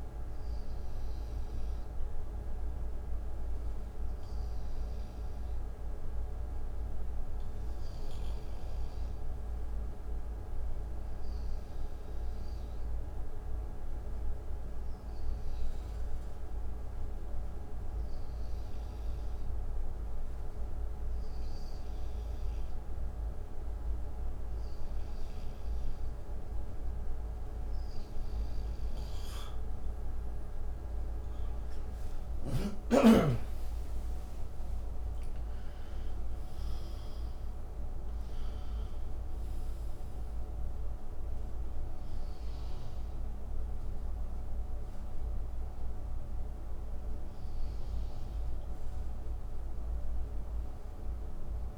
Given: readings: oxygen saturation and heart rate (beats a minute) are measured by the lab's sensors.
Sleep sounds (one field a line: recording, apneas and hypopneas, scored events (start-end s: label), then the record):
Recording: breathing in sleep, hard to hear, by a room microphone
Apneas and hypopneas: none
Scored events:
29.50-34.00 s: arousal
From the record:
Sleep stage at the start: REM sleep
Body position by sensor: on the right side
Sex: male